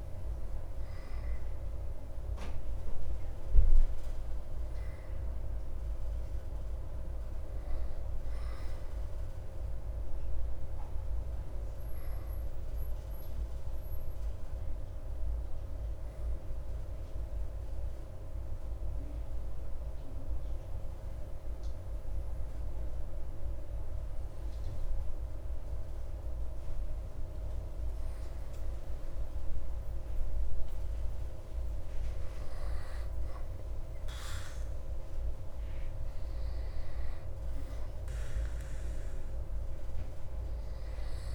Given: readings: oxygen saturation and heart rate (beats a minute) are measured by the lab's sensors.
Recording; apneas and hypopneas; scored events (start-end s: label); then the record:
breathing in sleep, hard to hear, by a room microphone; 1
16.50-29.00 s: obstructive apnea (oxygen 97% before, 95% lowest)
33.00-37.00 s: arousal
From the record:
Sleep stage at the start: N2 (light sleep); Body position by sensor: on the back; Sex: male